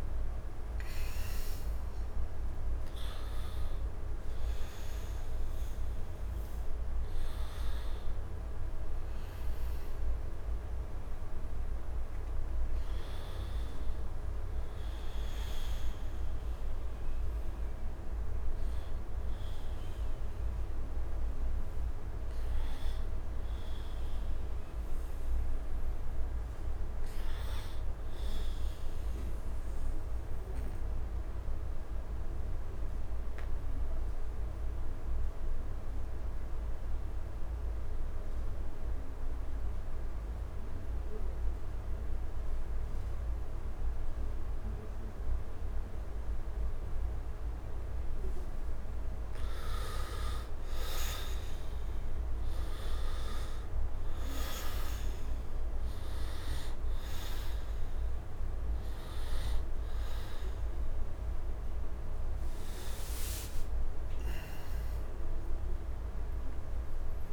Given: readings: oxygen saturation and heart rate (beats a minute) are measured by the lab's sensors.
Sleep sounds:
breathing in sleep, hard to hear, by a room microphone; 1
0.00-5.00 s: oxygen desaturation (device-marked, oxygen 75% lowest, heart rate 67 extreme)
17.00-49.00 s: obstructive apnea (oxygen 100% before, 79% lowest, heart rate 91 before, 69 extreme, up 8 after)
36.00-67.33 s: oxygen desaturation (device-marked, oxygen 99% before, 82% lowest, heart rate 72 before, 72 extreme)
40.00-67.33 s: new sleep stage, N2 (light sleep)
51.50-55.00 s: arousal
From the record:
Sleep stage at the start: N1 (lightest sleep); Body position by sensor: on the right side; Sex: male

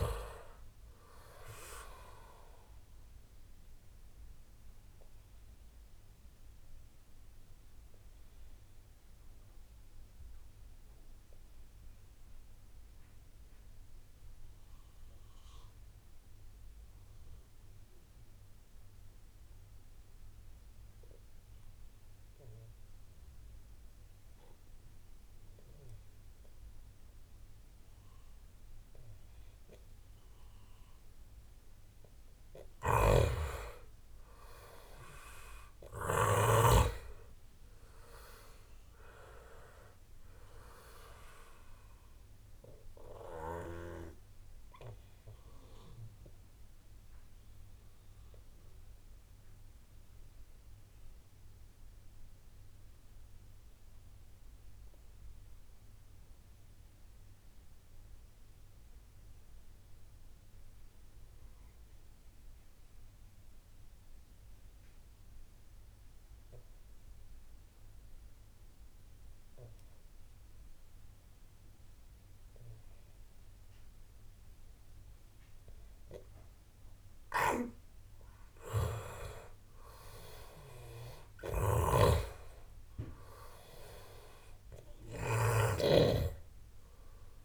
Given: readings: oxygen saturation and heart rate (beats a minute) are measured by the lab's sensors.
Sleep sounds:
breathing in sleep by a room microphone; 2
1.50-23.50 s: oxygen desaturation (device-marked, oxygen 95% before, 89% lowest)
4.50-31.50 s: obstructive apnea (oxygen 97% before, 88% lowest)
32.50-36.50 s: snoring (device-marked)
33.00-36.50 s: arousal
38.50-60.50 s: oxygen desaturation (device-marked, oxygen 95% before, 88% lowest)
44.00-77.00 s: obstructive apnea (oxygen 96% before, 88% lowest)
73.50-87.45 s: oxygen desaturation (device-marked, oxygen 97% before, 88% lowest)
77.00-85.50 s: snoring (device-marked)
79.00-82.00 s: arousal
From the record:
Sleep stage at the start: N2 (light sleep); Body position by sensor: on the back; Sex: male

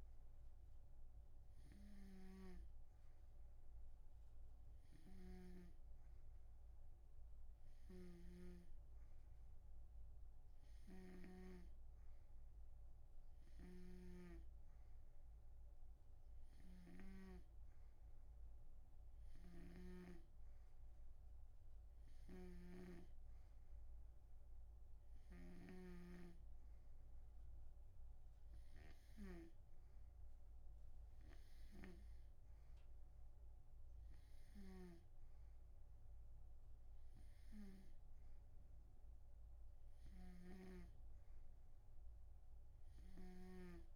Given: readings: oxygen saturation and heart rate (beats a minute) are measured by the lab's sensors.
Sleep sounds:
breathing in sleep by a room microphone; none
0.00-6.00 s: snoring (device-marked)
8.00-17.50 s: snoring (device-marked)
19.50-43.96 s: snoring (device-marked)
From the record:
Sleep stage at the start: N2 (light sleep); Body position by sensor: on the right side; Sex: male

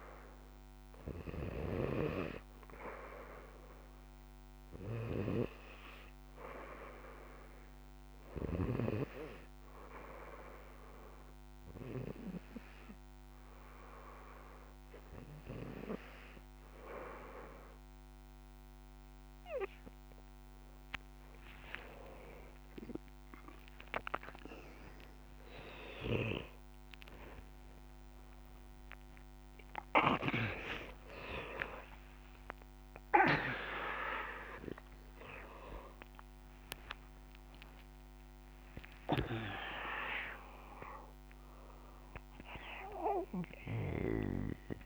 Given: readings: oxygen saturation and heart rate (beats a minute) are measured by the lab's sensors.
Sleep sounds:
breathing in sleep by a microphone on the trachea; 1
8.00-19.00 s: hypopnea (oxygen 95% before, 92% lowest, heart rate 66 before, 64 extreme, up 14 after)
27.00-31.50 s: arousal
28.00-30.00 s: tachycardia (device-marked, heart rate 65 before, 86 extreme)
29.00-35.00 s: oxygen desaturation (device-marked, oxygen 96% before, 93% lowest, heart rate 69 before, 62 extreme)
From the record:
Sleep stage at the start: N2 (light sleep); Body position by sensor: on the back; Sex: male

